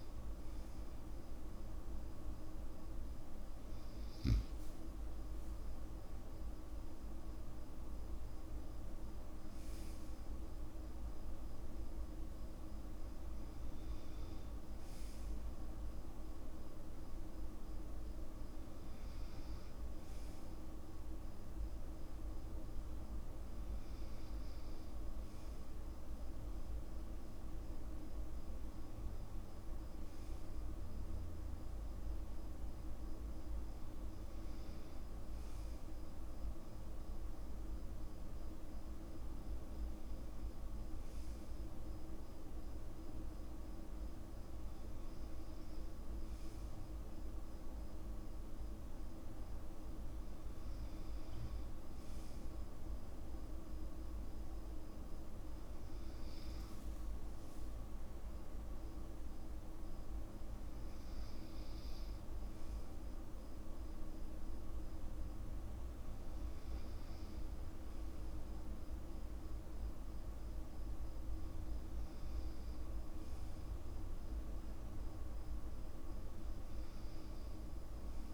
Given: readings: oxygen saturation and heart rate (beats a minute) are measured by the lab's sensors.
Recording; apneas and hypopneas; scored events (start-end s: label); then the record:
breathing in sleep, hard to hear, by a room microphone; none
4.50-6.50 s: long interval between heartbeats (device-marked, heart rate 61 before, 72 extreme)
From the record:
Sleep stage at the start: N2 (light sleep); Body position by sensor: on the back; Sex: male